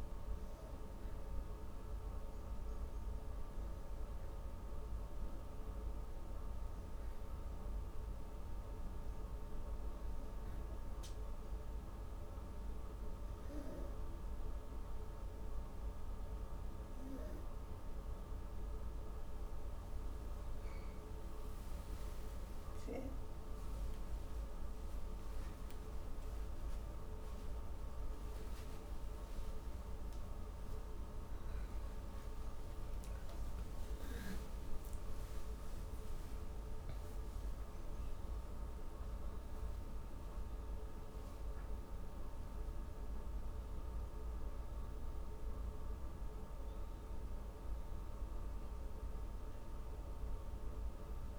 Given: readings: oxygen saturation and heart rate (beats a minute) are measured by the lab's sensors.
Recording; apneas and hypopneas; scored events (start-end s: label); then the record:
a person awake in a sleep study, hard to hear, by a room microphone; none
10.00-40.00 s: new sleep stage, awake
40.00-51.38 s: new sleep stage, N1 (lightest sleep)
From the record:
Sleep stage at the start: N2 (light sleep); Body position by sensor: on the back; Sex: female